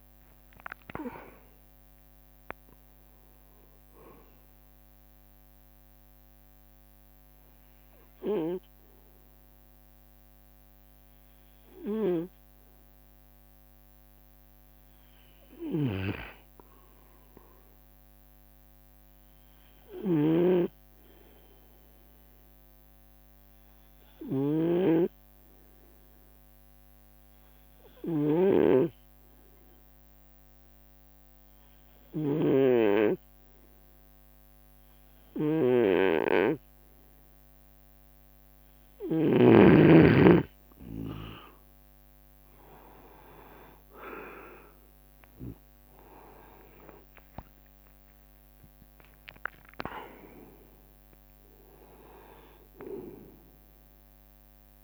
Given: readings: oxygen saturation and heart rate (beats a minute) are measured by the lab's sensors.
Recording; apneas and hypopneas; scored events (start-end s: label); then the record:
breathing in sleep by a microphone on the trachea; 1
0.00-2.00 s: arousal
0.00-2.00 s: leg movement (device-marked)
0.00-9.50 s: drop in pulse transit time (device-marked, heart rate 72 extreme)
12.50-40.00 s: snoring (device-marked)
19.00-37.50 s: obstructive apnea (oxygen 96% before, 90% lowest, heart rate 79 before, 68 extreme, up 5 after)
34.50-52.50 s: oxygen desaturation (device-marked, oxygen 96% before, 91% lowest, heart rate 69 before, 66 extreme)
42.50-54.84 s: drop in pulse transit time (device-marked, heart rate 71 before, 74 extreme)
43.00-51.50 s: leg movement (device-marked)
47.00-51.00 s: arousal
From the record:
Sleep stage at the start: N2 (light sleep); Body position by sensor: on the right side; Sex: male